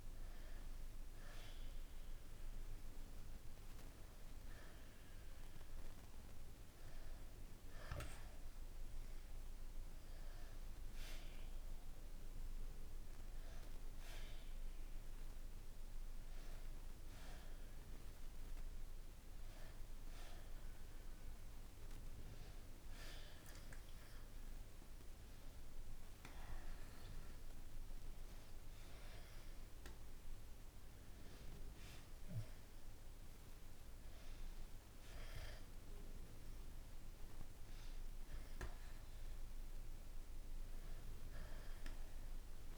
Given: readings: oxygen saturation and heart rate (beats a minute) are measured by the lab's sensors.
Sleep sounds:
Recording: breathing in sleep by a room microphone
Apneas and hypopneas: none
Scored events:
none scored
From the record:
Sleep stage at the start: N1 (lightest sleep)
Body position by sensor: on the back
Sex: male

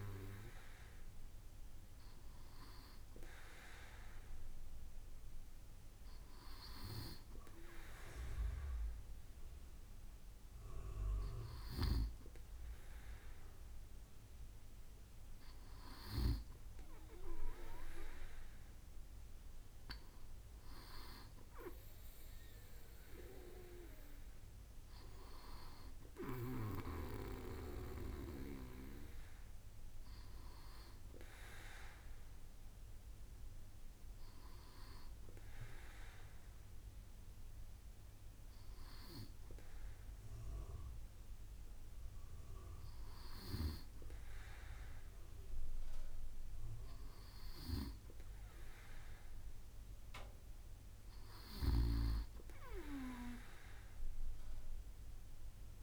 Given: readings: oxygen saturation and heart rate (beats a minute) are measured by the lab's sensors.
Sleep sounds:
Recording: breathing in sleep by a room microphone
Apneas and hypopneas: none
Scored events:
none scored
From the record:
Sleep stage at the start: N2 (light sleep)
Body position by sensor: on the right side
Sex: male

